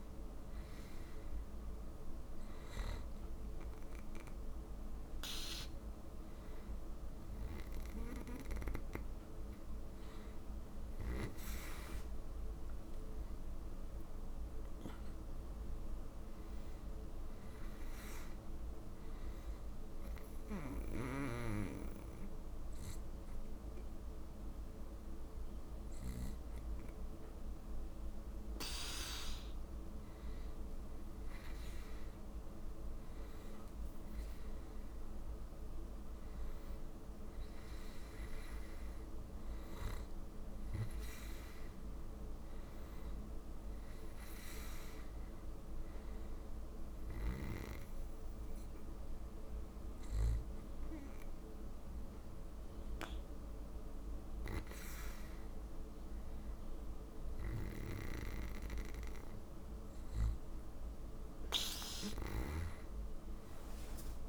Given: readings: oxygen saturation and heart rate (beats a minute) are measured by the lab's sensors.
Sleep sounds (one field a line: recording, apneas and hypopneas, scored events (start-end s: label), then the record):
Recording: breathing in sleep by a room microphone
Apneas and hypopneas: 1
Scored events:
12.50-16.00 s: arousal
19.00-30.00 s: obstructive apnea (oxygen 98% before, 96% lowest)
33.00-36.50 s: arousal
From the record:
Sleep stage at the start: N2 (light sleep)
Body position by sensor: on the back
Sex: male